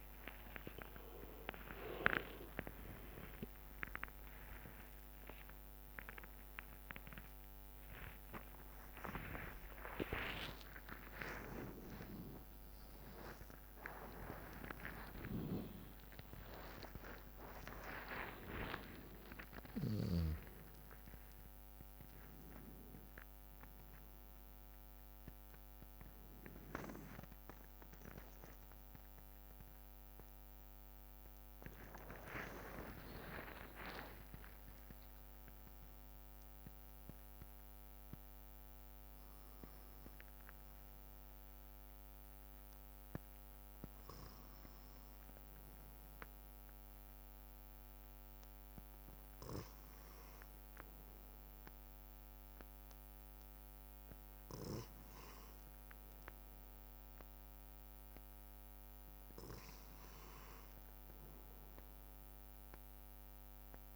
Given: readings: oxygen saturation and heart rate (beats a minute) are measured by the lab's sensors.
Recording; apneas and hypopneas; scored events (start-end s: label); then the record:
a person awake in a sleep study, by a microphone on the trachea; none
0.00-9.50 s: drop in pulse transit time (device-marked, heart rate 94 extreme)
0.00-11.50 s: tachycardia (device-marked, heart rate 126 extreme)
5.00-7.00 s: long interval between heartbeats (device-marked, heart rate 84 before, 115 extreme)
8.00-10.00 s: long interval between heartbeats (device-marked, heart rate 90 before, 119 extreme)
17.00-19.00 s: long interval between heartbeats (device-marked, heart rate 105 before, 100 extreme)
33.00-35.00 s: long interval between heartbeats (device-marked, heart rate 89 before, 89 extreme)
47.50-63.96 s: new sleep stage, N2 (light sleep)
From the record:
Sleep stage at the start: awake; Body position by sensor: on the back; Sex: male